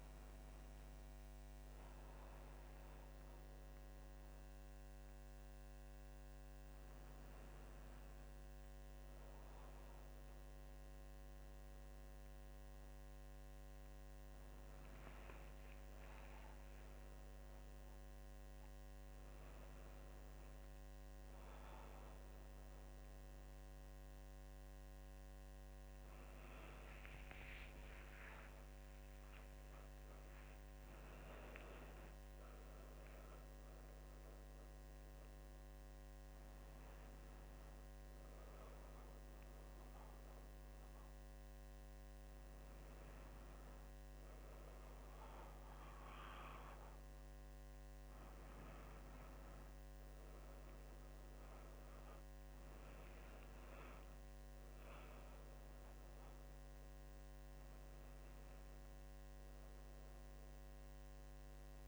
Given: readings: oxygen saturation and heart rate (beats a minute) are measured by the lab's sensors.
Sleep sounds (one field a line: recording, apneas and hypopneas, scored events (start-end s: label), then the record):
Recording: a person awake in a sleep study, hard to hear, by a microphone on the trachea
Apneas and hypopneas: none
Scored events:
none scored
From the record:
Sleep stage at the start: awake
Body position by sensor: on the back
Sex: female